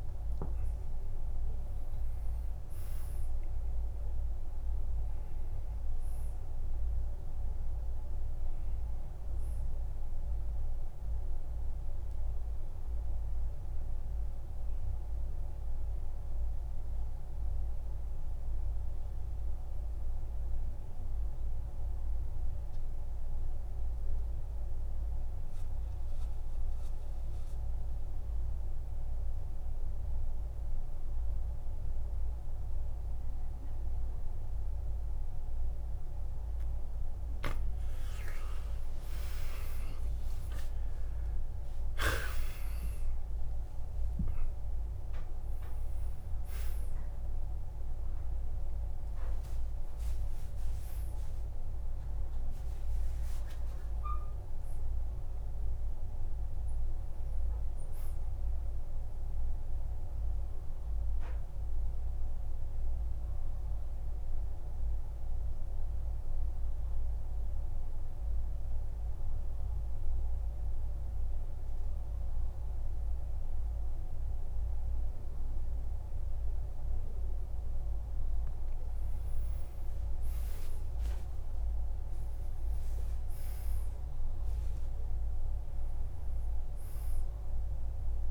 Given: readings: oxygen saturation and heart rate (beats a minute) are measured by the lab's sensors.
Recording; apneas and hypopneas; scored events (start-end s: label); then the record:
breathing in sleep, hard to hear, by a room microphone; 2
3.00-22.00 s: oxygen desaturation (device-marked, oxygen 99% before, 92% lowest, heart rate 58 before, 48 extreme)
13.00-36.50 s: mixed apnea (oxygen 99% before, 90% lowest, heart rate 61 before, 49 extreme, up 30 after)
37.00-71.00 s: oxygen desaturation (device-marked, oxygen 99% before, 90% lowest, heart rate 52 before, 50 extreme)
39.00-44.50 s: arousal
63.00-77.50 s: central apnea (oxygen 98% before, 90% lowest, heart rate 61 before, 50 extreme, up 16 after)
80.50-85.00 s: arousal
86.00-88.31 s: oxygen desaturation (device-marked, oxygen 100% before, 95% lowest, heart rate 57 before, 50 extreme)
From the record:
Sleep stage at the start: N2 (light sleep); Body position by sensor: on the back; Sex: male